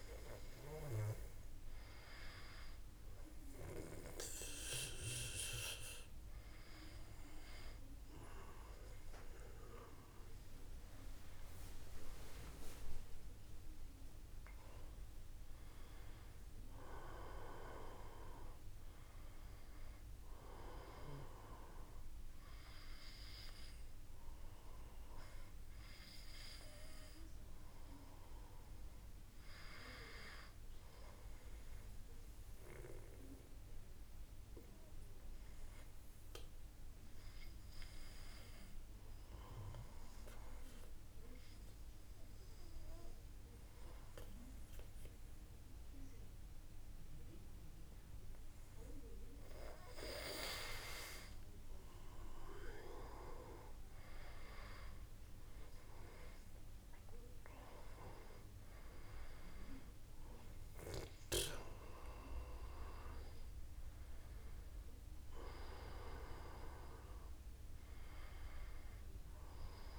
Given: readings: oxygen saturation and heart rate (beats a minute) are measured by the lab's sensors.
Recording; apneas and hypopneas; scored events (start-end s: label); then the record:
breathing in sleep by a room microphone; 1
0.00-13.00 s: oxygen desaturation (device-marked, oxygen 93% lowest, heart rate 27 extreme)
11.50-15.50 s: arousal
33.50-48.00 s: obstructive apnea (oxygen 96% before, 93% lowest)
51.50-55.50 s: arousal
59.00-69.99 s: oxygen desaturation (device-marked, oxygen 96% before, 93% lowest)
From the record:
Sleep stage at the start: N2 (light sleep); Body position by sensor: on the back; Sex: male